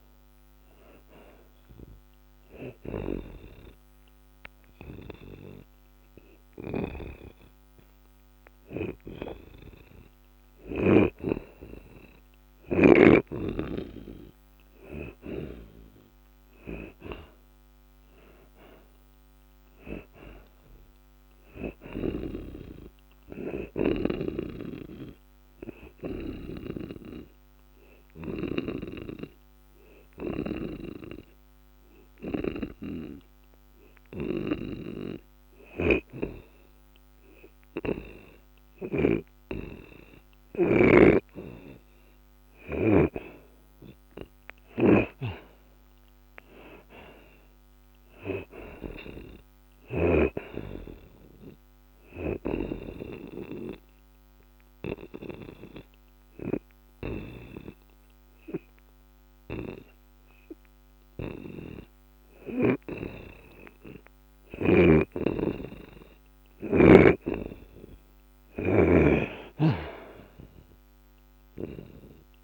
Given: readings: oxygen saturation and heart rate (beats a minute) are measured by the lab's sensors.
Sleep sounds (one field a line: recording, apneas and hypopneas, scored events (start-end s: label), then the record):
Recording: breathing in sleep by a microphone on the trachea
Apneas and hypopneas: 3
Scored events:
0.00-18.00 s: oxygen desaturation (device-marked, oxygen 85% before, 71% lowest)
4.00-15.00 s: hypopnea (oxygen 85% before, 71% lowest)
16.50-19.50 s: arousal
23.00-38.00 s: oxygen desaturation (device-marked, oxygen 83% before, 73% lowest)
26.50-42.00 s: hypopnea (oxygen 83% before, 69% lowest)
36.00-50.50 s: snoring (device-marked)
44.50-47.50 s: arousal
46.00-68.00 s: oxygen desaturation (device-marked, oxygen 82% before, 71% lowest)
53.00-64.00 s: obstructive apnea (oxygen 82% before, 69% lowest)
69.00-72.43 s: arousal
From the record:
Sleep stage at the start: N2 (light sleep)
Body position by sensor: on the back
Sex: male